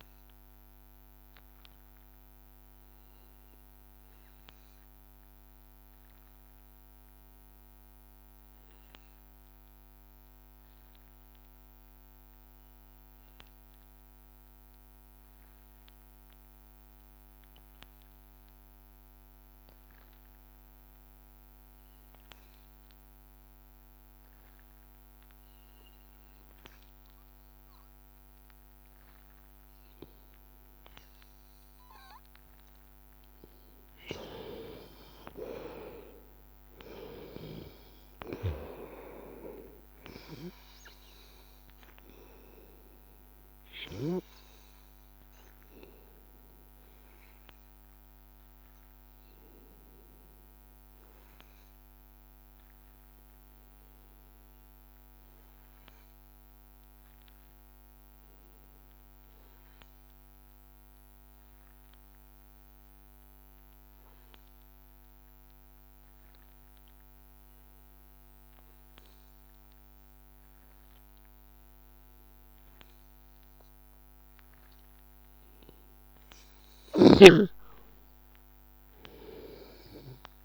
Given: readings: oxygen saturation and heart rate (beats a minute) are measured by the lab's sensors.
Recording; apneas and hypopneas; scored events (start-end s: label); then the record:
breathing in sleep by a microphone on the trachea; 2
0.00-11.00 s: oxygen desaturation (device-marked, oxygen 92% lowest, heart rate 82 extreme)
1.00-25.00 s: obstructive apnea (oxygen 97% before, 91% lowest, heart rate 83 before, 82 extreme, up 1 after)
24.00-57.00 s: oxygen desaturation (device-marked, oxygen 99% before, 91% lowest, heart rate 82 before, 82 extreme)
27.50-31.00 s: arousal
49.50-68.00 s: hypopnea (oxygen 97% before, 91% lowest, heart rate 83 before, 82 extreme, up 0 after)
70.00-73.00 s: arousal
74.00-80.45 s: oxygen desaturation (device-marked, oxygen 98% before, 94% lowest, heart rate 82 before, 82 extreme)
From the record:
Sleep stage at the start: N2 (light sleep); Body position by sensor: on the back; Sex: male